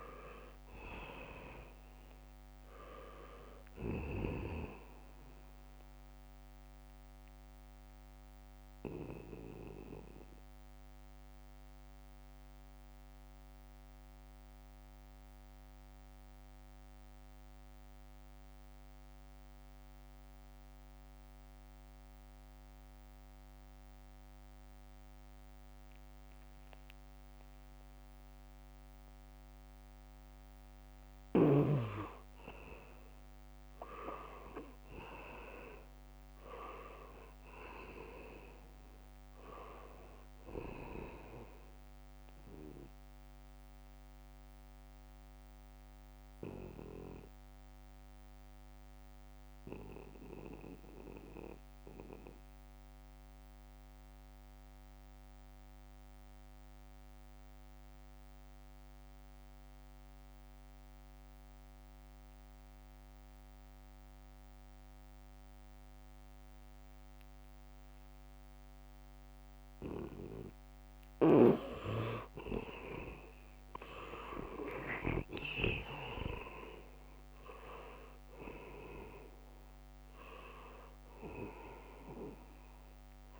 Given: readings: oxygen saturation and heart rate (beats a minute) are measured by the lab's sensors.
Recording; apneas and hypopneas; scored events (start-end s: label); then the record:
breathing in sleep by a microphone on the trachea; 2
0.00-23.00 s: oxygen desaturation (device-marked, oxygen 78% lowest, heart rate 68 extreme)
9.00-29.50 s: mixed apnea (oxygen 99% before, 78% lowest, heart rate 70 before, 69 extreme, up 0 after)
25.00-29.00 s: leg movement (device-marked)
28.00-58.00 s: oxygen desaturation (device-marked, oxygen 99% before, 83% lowest, heart rate 75 before, 68 extreme)
31.50-35.50 s: leg movement (device-marked)
33.50-38.50 s: arousal
43.00-48.50 s: leg movement (device-marked)
45.00-71.50 s: mixed apnea (oxygen 99% before, 79% lowest, heart rate 72 before, 68 extreme, up 3 after)
65.00-83.40 s: oxygen desaturation (device-marked, oxygen 99% before, 79% lowest, heart rate 76 before, 66 extreme)
74.00-79.00 s: arousal
From the record:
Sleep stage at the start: N2 (light sleep); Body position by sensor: on the back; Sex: male